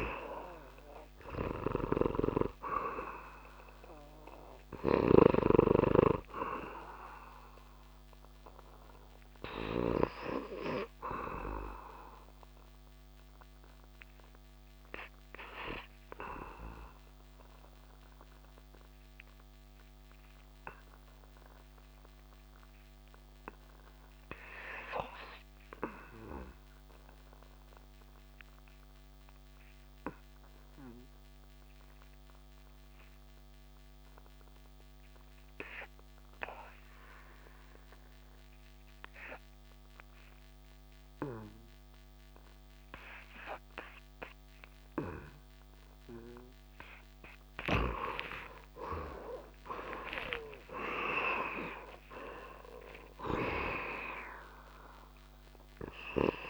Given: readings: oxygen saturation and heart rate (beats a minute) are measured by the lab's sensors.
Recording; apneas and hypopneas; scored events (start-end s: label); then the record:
breathing in sleep by a microphone on the trachea; 1
0.00-2.50 s: arousal
0.00-26.50 s: oxygen desaturation (device-marked, oxygen 84% lowest)
15.50-46.00 s: obstructive apnea (oxygen 98% before, 78% lowest)
37.50-56.50 s: oxygen desaturation (device-marked, oxygen 99% before, 78% lowest)
47.50-51.00 s: arousal
From the record:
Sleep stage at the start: REM sleep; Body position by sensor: on the back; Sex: male